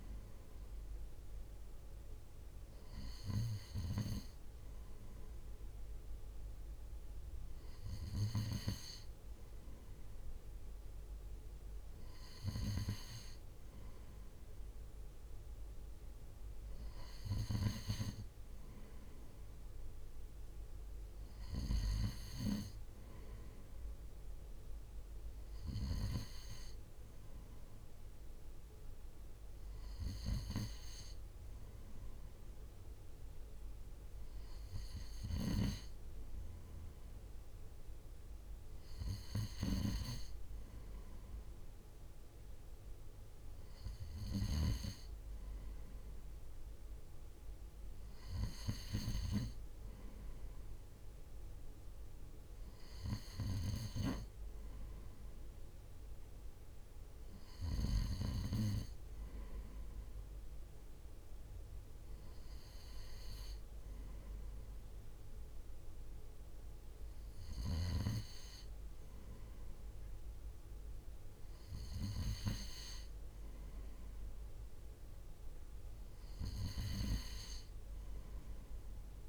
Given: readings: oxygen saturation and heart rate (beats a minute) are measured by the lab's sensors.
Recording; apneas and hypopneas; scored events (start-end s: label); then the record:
breathing in sleep by a room microphone; none
none scored
From the record:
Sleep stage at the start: N3 (deep sleep); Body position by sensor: on the right side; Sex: male